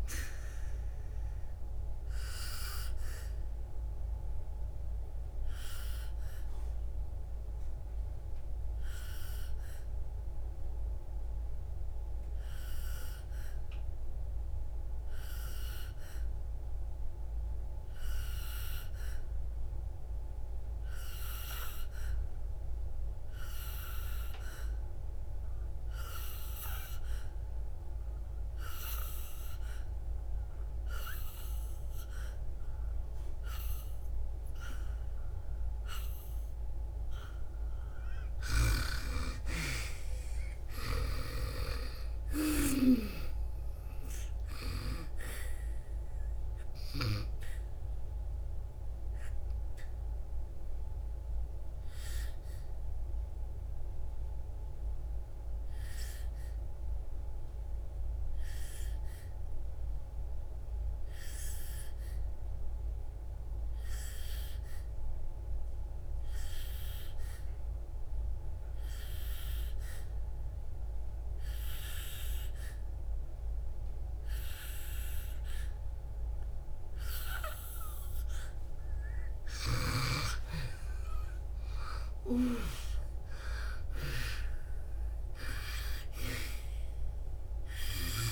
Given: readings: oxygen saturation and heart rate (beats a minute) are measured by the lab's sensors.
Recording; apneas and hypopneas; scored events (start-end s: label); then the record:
breathing in sleep by a room microphone; 2
0.00-25.50 s: oxygen desaturation (device-marked, oxygen 88% lowest, heart rate 55 extreme)
2.50-37.50 s: obstructive apnea (oxygen 98% before, 88% lowest, heart rate 66 before, 55 extreme, up 5 after)
40.00-44.50 s: arousal
45.50-60.50 s: oxygen desaturation (device-marked, oxygen 95% before, 91% lowest, heart rate 64 before, 56 extreme)
49.00-78.50 s: obstructive apnea (oxygen 97% before, 88% lowest, heart rate 66 before, 56 extreme, up 7 after)
62.50-73.50 s: oxygen desaturation (device-marked, oxygen 93% before, 90% lowest, heart rate 65 before, 58 extreme)
80.50-84.00 s: arousal
84.50-88.32 s: oxygen desaturation (device-marked, oxygen 98% before, 88% lowest, heart rate 61 before, 56 extreme)
From the record:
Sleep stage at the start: N2 (light sleep); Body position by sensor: on the back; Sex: female